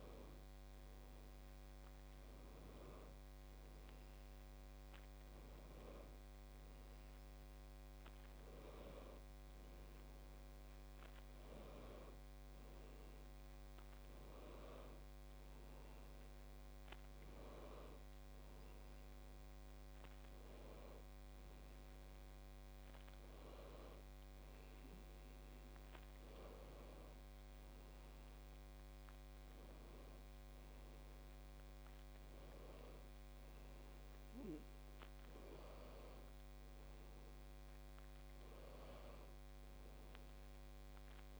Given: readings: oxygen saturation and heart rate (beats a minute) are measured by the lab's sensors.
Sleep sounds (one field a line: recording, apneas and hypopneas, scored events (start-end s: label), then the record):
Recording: breathing in sleep by a microphone on the trachea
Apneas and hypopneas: none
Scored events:
none scored
From the record:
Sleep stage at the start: N2 (light sleep)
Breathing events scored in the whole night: 264 in 3.9 hours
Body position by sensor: on the back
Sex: female